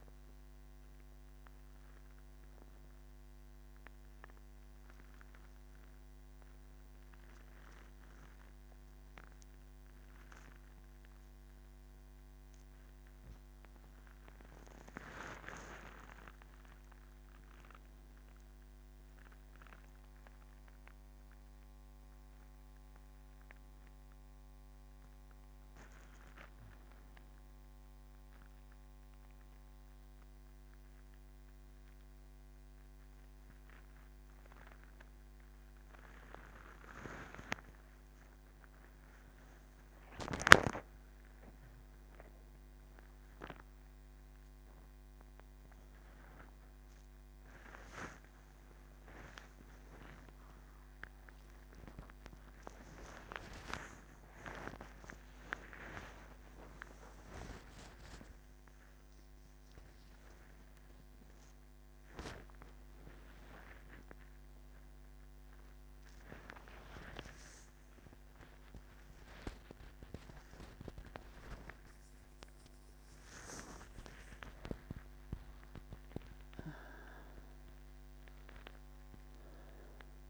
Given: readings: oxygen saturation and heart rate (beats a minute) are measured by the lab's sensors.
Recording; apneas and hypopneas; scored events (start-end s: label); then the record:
breathing in sleep by a microphone on the trachea; 1
4.00-14.00 s: obstructive apnea (oxygen 94% before, 92% lowest, heart rate 64 before, 47 extreme, up 0 after)
From the record:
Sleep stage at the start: N2 (light sleep); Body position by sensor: on the back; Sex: female